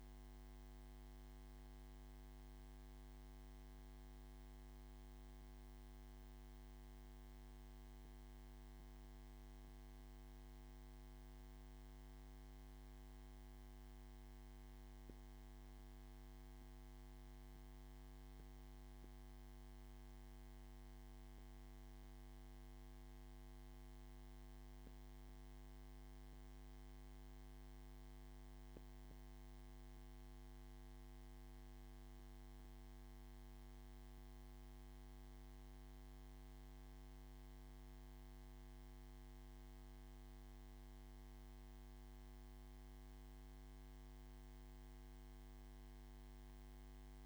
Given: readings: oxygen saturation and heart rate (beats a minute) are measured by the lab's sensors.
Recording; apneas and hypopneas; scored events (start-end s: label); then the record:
a person awake in a sleep study, hard to hear, by a microphone on the trachea; none
none scored
From the record:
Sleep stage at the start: awake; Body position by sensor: on the back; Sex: male